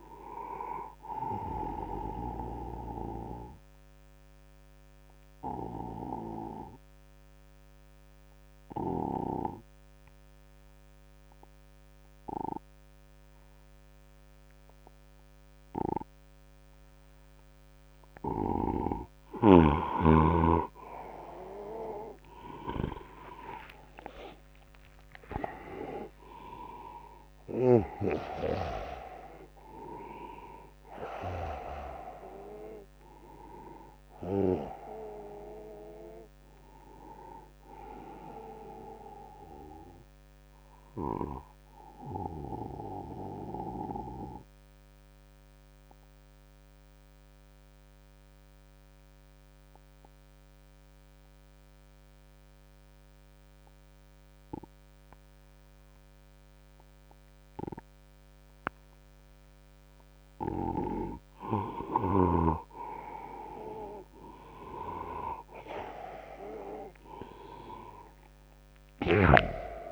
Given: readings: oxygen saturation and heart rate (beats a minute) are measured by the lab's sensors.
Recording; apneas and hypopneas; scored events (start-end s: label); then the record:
breathing in sleep by a microphone on the trachea; 2
1.50-18.00 s: obstructive apnea (oxygen 99% before, 92% lowest, heart rate 81 before, 71 extreme, up 7 after)
20.00-45.00 s: oxygen desaturation (device-marked, oxygen 98% before, 92% lowest, heart rate 76 before, 68 extreme)
20.50-26.00 s: arousal
40.00-59.50 s: obstructive apnea (oxygen 98% before, 92% lowest, heart rate 81 before, 68 extreme, up 11 after)
62.00-66.50 s: arousal
64.00-69.92 s: oxygen desaturation (device-marked, oxygen 98% before, 92% lowest, heart rate 75 before, 66 extreme)
From the record:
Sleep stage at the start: N2 (light sleep); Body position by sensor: on the right side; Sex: male